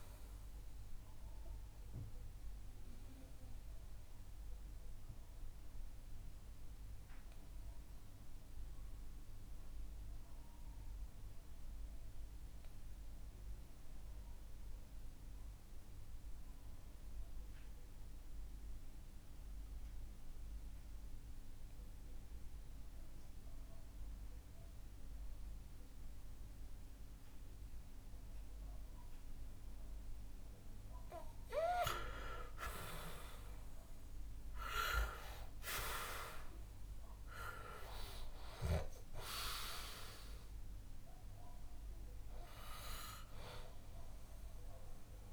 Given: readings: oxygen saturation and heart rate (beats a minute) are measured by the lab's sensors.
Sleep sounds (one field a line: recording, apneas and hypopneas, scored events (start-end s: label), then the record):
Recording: breathing in sleep by a room microphone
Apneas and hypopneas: 1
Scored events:
1.50-30.00 s: mixed apnea (oxygen 96% before, 91% lowest, heart rate 64 before, 58 extreme, up 11 after)
13.00-45.33 s: new sleep stage, REM sleep
33.00-37.50 s: arousal
36.00-45.33 s: oxygen desaturation (device-marked, oxygen 97% before, 91% lowest, heart rate 61 before, 59 extreme)
From the record:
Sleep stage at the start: N2 (light sleep)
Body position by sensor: on the back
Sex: male